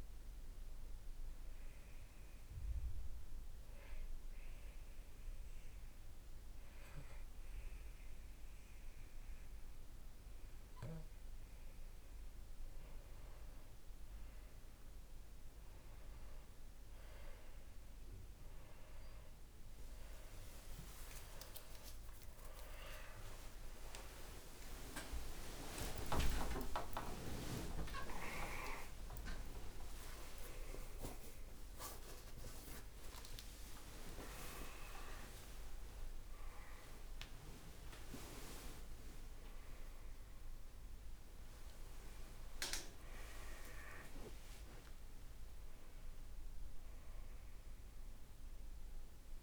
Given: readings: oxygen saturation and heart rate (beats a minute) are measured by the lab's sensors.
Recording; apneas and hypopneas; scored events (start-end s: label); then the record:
a person partly awake in a sleep study, by a room microphone; 1
0.50-12.00 s: obstructive apnea (oxygen 97% before, 91% lowest, heart rate 69 before, 59 extreme, up 9 after)
27.00-29.00 s: long interval between heartbeats (device-marked, heart rate 65 before, 90 extreme)
30.50-32.50 s: long interval between heartbeats (device-marked, heart rate 72 before, 108 extreme)
30.50-49.43 s: new sleep stage, awake
From the record:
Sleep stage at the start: N2 (light sleep); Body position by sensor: on the back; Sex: male